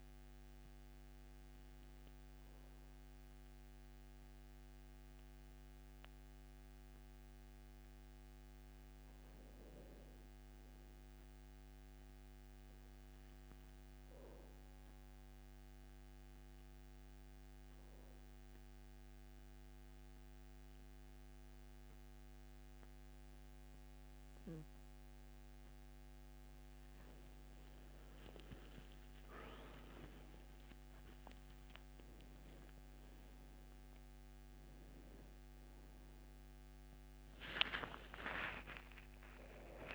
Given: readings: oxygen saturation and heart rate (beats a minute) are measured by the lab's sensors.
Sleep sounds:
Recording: a person partly awake in a sleep study, by a microphone on the trachea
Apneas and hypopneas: 1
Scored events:
0.00-1.50 s: oxygen desaturation (device-marked, oxygen 90% lowest, heart rate 64 extreme)
14.50-26.00 s: obstructive apnea (oxygen 99% before, 84% lowest, heart rate 73 before, 66 extreme, up 13 after)
18.50-39.95 s: oxygen desaturation (device-marked, oxygen 98% before, 84% lowest, heart rate 70 before, 66 extreme)
27.50-39.95 s: new sleep stage, awake
From the record:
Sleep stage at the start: N2 (light sleep)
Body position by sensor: on the back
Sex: male

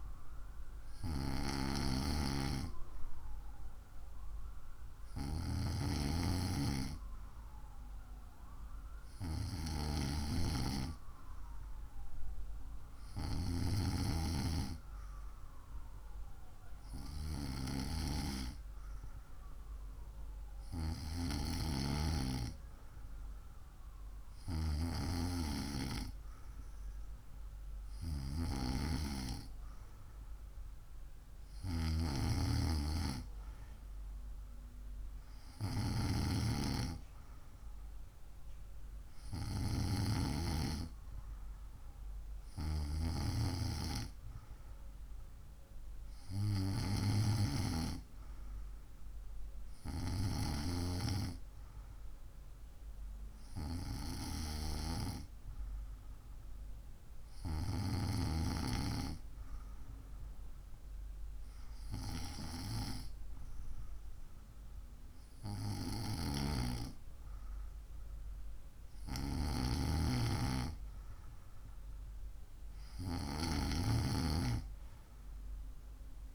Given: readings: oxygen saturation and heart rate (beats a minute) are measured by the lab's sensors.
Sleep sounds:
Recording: breathing in sleep by a room microphone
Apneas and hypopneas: none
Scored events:
none scored
From the record:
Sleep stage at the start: N2 (light sleep)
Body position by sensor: on the right side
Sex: female

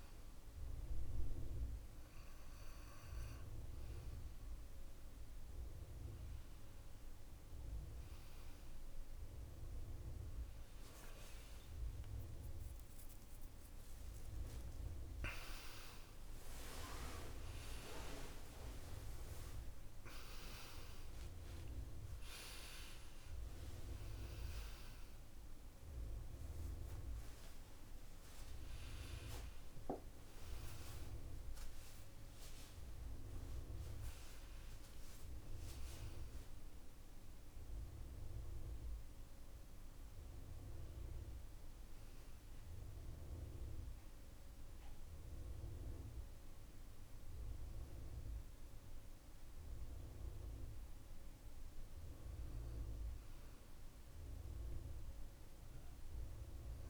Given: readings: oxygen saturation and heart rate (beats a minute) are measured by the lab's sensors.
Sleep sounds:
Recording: breathing in sleep by a room microphone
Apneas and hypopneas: 1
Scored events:
12.00-18.00 s: arousal
41.00-52.00 s: hypopnea (oxygen 97% before, 93% lowest, heart rate 74 before, 58 extreme, up 8 after)
From the record:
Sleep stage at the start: N2 (light sleep)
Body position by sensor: on the back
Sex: male

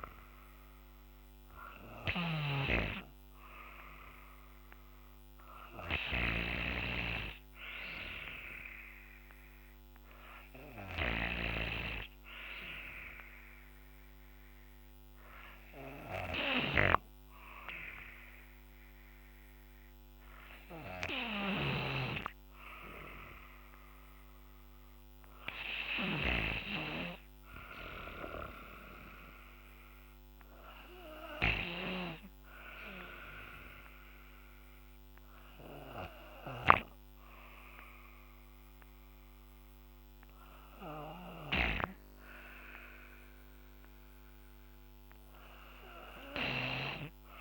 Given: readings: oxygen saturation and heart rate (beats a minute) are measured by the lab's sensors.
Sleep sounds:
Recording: breathing in sleep by a microphone on the trachea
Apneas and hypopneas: none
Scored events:
9.50-23.50 s: oxygen desaturation (device-marked, oxygen 95% before, 92% lowest, heart rate 64 before, 60 extreme)
From the record:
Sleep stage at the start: N2 (light sleep)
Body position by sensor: on the back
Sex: female

